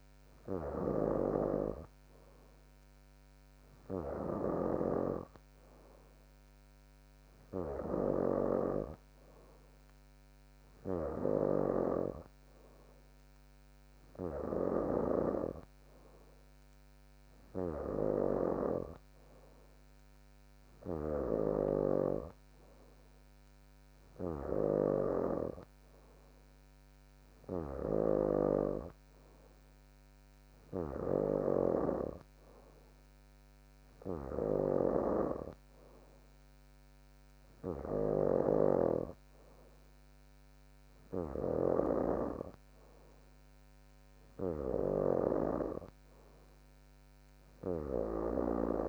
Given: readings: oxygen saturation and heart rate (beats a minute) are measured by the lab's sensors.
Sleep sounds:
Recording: breathing in sleep by a microphone on the trachea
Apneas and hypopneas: none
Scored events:
0.00-15.00 s: snoring (device-marked)
27.50-42.00 s: snoring (device-marked)
From the record:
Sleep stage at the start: N3 (deep sleep)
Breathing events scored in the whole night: 144 in 7.3 hours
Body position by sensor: on the back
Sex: female

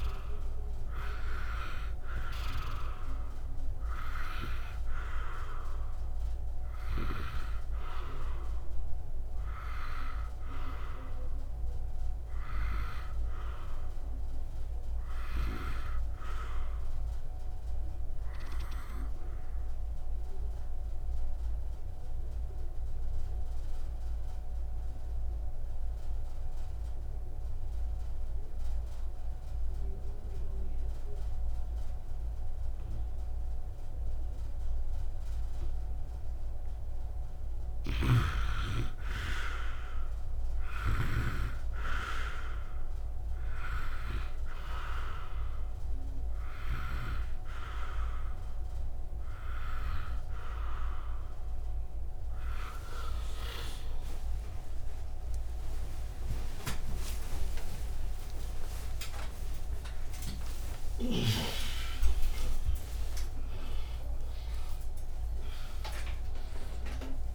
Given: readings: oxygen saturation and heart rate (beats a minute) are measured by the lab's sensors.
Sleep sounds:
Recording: breathing in sleep by a room microphone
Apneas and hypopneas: 1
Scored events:
0.00-3.00 s: snoring (device-marked)
0.00-23.00 s: oxygen desaturation (device-marked, oxygen 71% lowest, heart rate 44 extreme)
5.00-65.00 s: new sleep stage, N2 (light sleep)
18.00-36.50 s: obstructive apnea (oxygen 86% before, 74% lowest, heart rate 69 before, 62 extreme, up 0 after)
38.00-41.50 s: snoring (device-marked)
40.00-62.00 s: oxygen desaturation (device-marked, oxygen 100% before, 81% lowest, heart rate 69 before, 66 extreme)
56.50-58.50 s: long interval between heartbeats (device-marked, heart rate 67 before, 90 extreme)
58.50-60.50 s: long interval between heartbeats (device-marked, heart rate 70 before, 130 extreme)
63.50-65.50 s: long interval between heartbeats (device-marked, heart rate 95 before, 170 extreme)
65.00-67.35 s: new sleep stage, awake
66.00-67.35 s: long interval between heartbeats (device-marked, heart rate 112 before, 150 extreme)
From the record:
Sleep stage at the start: N3 (deep sleep)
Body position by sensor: on the right side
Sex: male

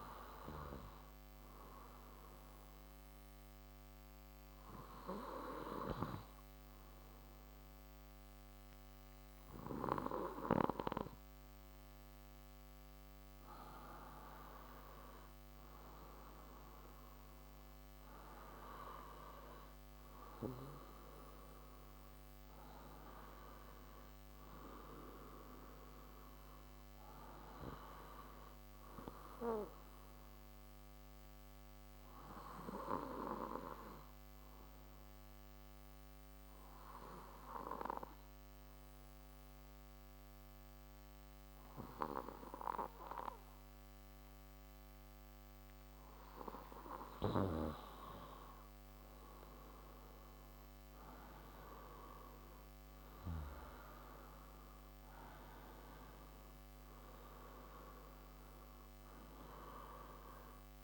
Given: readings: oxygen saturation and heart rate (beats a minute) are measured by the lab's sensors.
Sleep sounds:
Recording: breathing in sleep by a microphone on the trachea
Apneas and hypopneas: 2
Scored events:
1.50-15.50 s: obstructive apnea (oxygen 94% before, 91% lowest)
17.50-22.00 s: arousal
28.50-60.84 s: new sleep stage, N2 (light sleep)
30.50-46.00 s: obstructive apnea (oxygen 94% before, 91% lowest)
48.50-53.00 s: arousal
54.50-60.84 s: oxygen desaturation (device-marked, oxygen 95% before, 91% lowest)
From the record:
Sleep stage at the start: N1 (lightest sleep)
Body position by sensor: on the left side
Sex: male

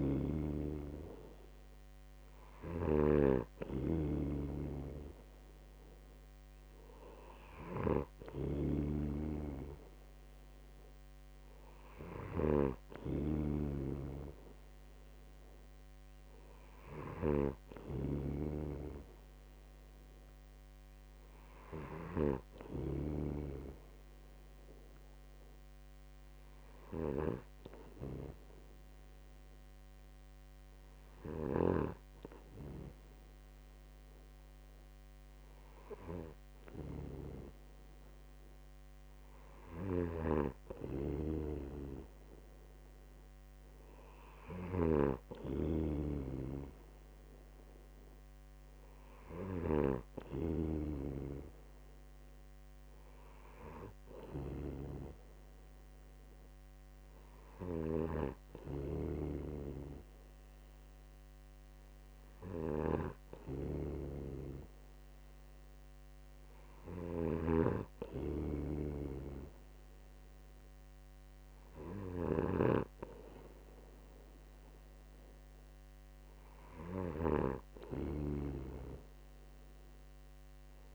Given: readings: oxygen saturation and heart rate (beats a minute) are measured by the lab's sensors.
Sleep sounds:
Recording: breathing in sleep by a microphone on the trachea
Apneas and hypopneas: none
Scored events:
0.00-80.95 s: snoring (device-marked)
From the record:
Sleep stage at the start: N2 (light sleep)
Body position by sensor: on the right side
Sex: male

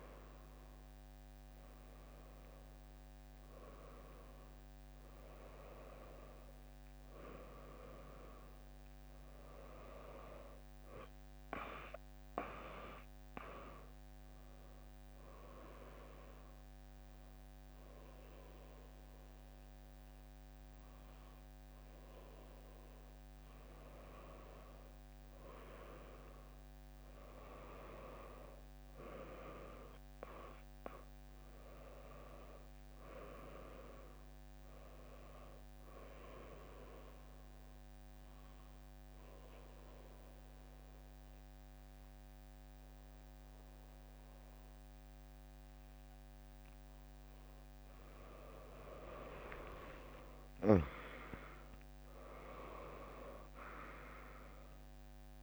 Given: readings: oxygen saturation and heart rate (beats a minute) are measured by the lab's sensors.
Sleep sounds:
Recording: breathing in sleep by a microphone on the trachea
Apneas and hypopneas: 2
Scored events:
0.00-3.00 s: arousal
12.50-23.50 s: drop in pulse transit time (device-marked, heart rate 73 before, 71 extreme)
14.50-25.00 s: obstructive apnea (oxygen 99% before, 95% lowest, heart rate 72 before, 63 extreme, up 1 after)
27.00-31.00 s: arousal
35.50-44.50 s: drop in pulse transit time (device-marked, heart rate 76 before, 73 extreme)
37.00-48.50 s: obstructive apnea (oxygen 98% before, 95% lowest, heart rate 76 before, 60 extreme, up 0 after)
50.00-55.00 s: arousal
From the record:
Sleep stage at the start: N1 (lightest sleep)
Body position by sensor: on the back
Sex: female

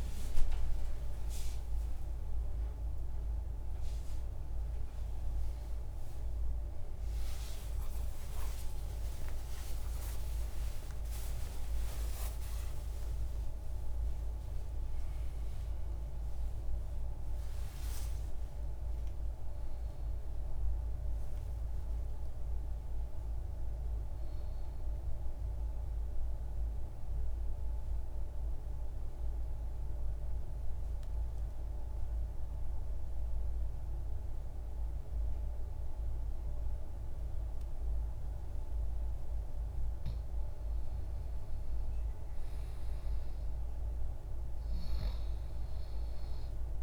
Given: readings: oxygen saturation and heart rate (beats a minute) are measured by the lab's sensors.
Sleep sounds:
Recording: a person awake in a sleep study, hard to hear, by a room microphone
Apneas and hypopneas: 1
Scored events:
0.00-7.50 s: oxygen desaturation (device-marked, oxygen 88% lowest, heart rate 60 extreme)
21.50-34.50 s: oxygen desaturation (device-marked, oxygen 98% before, 95% lowest, heart rate 89 before, 60 extreme)
23.50-46.83 s: new sleep stage, N1 (lightest sleep)
25.50-39.00 s: central apnea (oxygen 99% before, 87% lowest, heart rate 81 before, 60 extreme, up 0 after)
41.00-45.50 s: arousal
42.50-46.83 s: oxygen desaturation (device-marked, oxygen 96% before, 87% lowest, heart rate 61 before, 60 extreme)
From the record:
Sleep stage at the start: awake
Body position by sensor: on the left side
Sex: male

